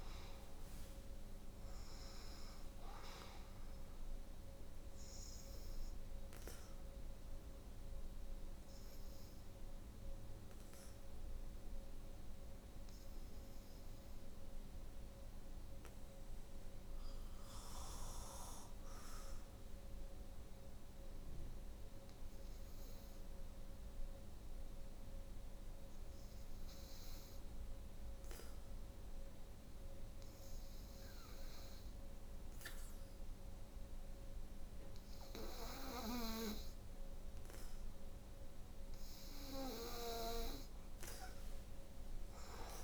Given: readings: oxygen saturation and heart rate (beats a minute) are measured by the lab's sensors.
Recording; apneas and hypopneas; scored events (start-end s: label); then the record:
breathing in sleep by a room microphone; 1
0.00-24.00 s: oxygen desaturation (device-marked, oxygen 82% lowest, heart rate 59 extreme)
4.00-38.50 s: obstructive apnea (oxygen 97% before, 82% lowest, heart rate 64 before, 55 extreme, up 8 after)
41.50-42.84 s: arousal
From the record:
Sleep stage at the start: N2 (light sleep); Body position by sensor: on the back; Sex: female